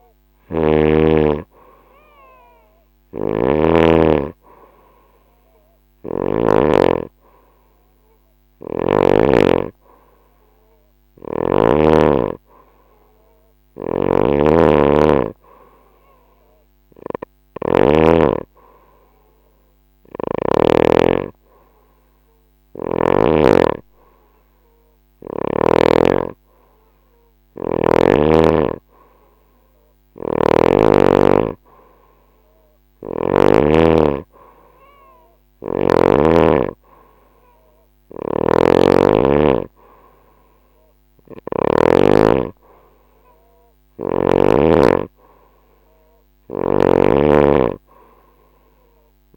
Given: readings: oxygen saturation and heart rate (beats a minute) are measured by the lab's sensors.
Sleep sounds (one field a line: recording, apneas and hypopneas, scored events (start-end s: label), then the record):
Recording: breathing in sleep by a microphone on the trachea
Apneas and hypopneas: none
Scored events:
0.00-6.00 s: snoring (device-marked)
13.00-17.50 s: snoring (device-marked)
29.50-33.00 s: snoring (device-marked)
37.50-41.00 s: snoring (device-marked)
43.00-46.50 s: snoring (device-marked)
From the record:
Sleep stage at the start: N2 (light sleep)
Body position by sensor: on the right side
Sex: female